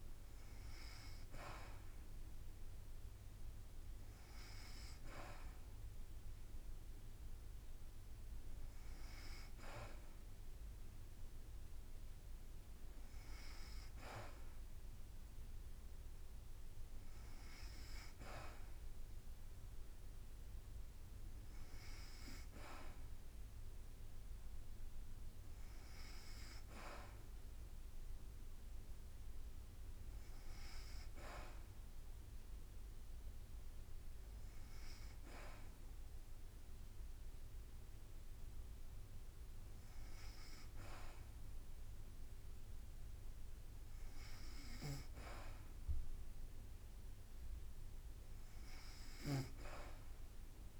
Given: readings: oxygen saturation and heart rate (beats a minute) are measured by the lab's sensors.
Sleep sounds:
breathing in sleep by a room microphone; none
9.00-25.00 s: drop in pulse transit time (device-marked, heart rate 54 before, 53 extreme)
From the record:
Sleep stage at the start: N2 (light sleep); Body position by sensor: on the back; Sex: female

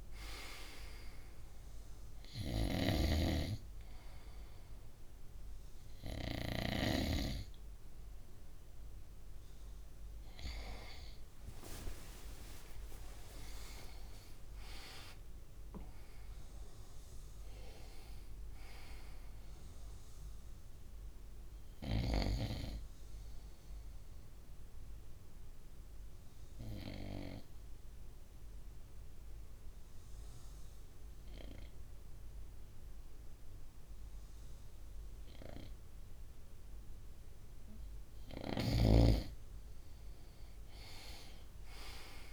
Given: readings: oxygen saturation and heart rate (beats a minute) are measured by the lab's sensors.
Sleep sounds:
breathing in sleep by a room microphone; 1
0.00-13.50 s: oxygen desaturation (device-marked, oxygen 93% lowest, heart rate 60 extreme)
11.50-15.00 s: arousal
24.00-37.50 s: obstructive apnea (oxygen 98% before, 93% lowest, heart rate 67 before, 60 extreme, up 7 after)
38.00-42.33 s: snoring (device-marked)
40.50-42.33 s: arousal
From the record:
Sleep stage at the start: N2 (light sleep); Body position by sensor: on the front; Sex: male

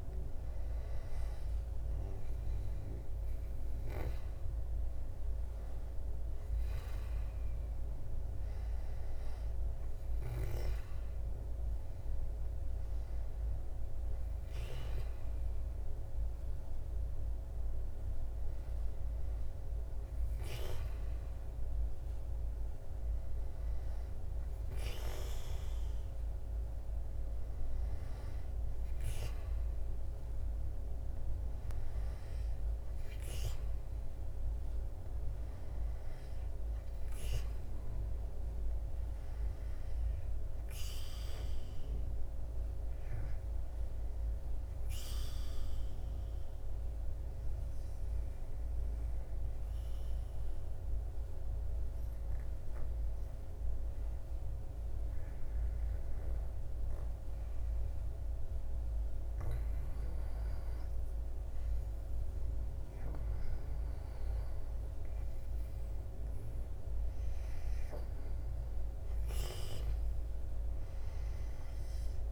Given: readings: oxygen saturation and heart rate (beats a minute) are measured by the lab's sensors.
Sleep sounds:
breathing in sleep, hard to hear, by a room microphone; 1
34.00-38.00 s: arousal
45.00-61.00 s: obstructive apnea (oxygen 96% before, 89% lowest, heart rate 79 before, 71 extreme, up 9 after)
60.50-72.32 s: oxygen desaturation (device-marked, oxygen 95% before, 89% lowest, heart rate 75 before, 77 extreme)
64.50-68.50 s: arousal
From the record:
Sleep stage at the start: N2 (light sleep); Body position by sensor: on the back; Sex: male

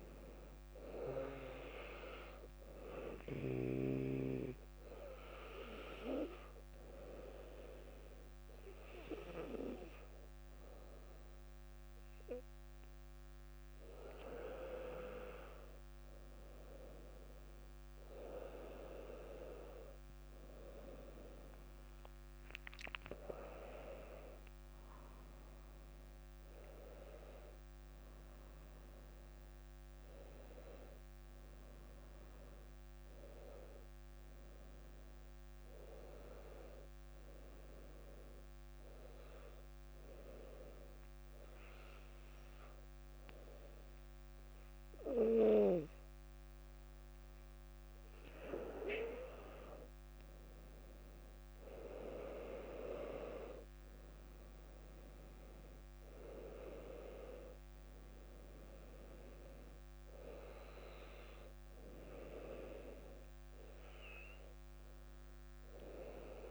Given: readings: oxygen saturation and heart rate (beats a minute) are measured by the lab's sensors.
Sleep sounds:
breathing in sleep by a microphone on the trachea; 2
2.50-19.50 s: oxygen desaturation (device-marked, oxygen 97% before, 94% lowest, heart rate 61 before, 58 extreme)
5.00-16.00 s: hypopnea (oxygen 97% before, 94% lowest, heart rate 62 before, 58 extreme, up 5 after)
21.50-33.50 s: drop in pulse transit time (device-marked, heart rate 61 before, 61 extreme)
22.00-26.50 s: arousal
37.50-48.50 s: hypopnea (oxygen 98% before, 94% lowest, heart rate 64 before, 58 extreme, up 4 after)
51.50-66.50 s: oxygen desaturation (device-marked, oxygen 98% before, 94% lowest, heart rate 62 before, 58 extreme)
52.00-56.00 s: arousal
From the record:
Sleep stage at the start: N2 (light sleep); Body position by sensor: on the back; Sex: female

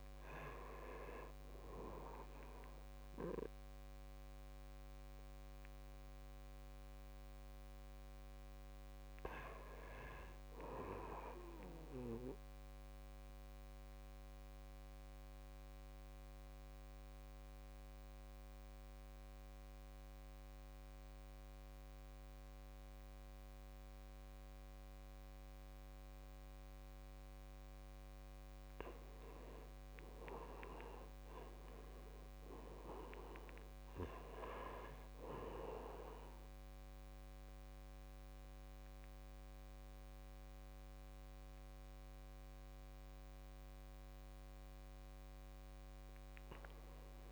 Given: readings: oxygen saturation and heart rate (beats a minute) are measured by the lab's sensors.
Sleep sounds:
breathing in sleep by a microphone on the trachea; 1
0.00-10.50 s: oxygen desaturation (device-marked, oxygen 87% lowest, heart rate 54 extreme)
11.50-26.50 s: obstructive apnea (oxygen 95% before, 86% lowest, heart rate 62 before, 54 extreme, up 12 after)
29.00-32.50 s: arousal
30.50-47.32 s: oxygen desaturation (device-marked, oxygen 95% before, 88% lowest, heart rate 56 before, 57 extreme)
From the record:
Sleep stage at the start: N2 (light sleep); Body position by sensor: on the back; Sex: male

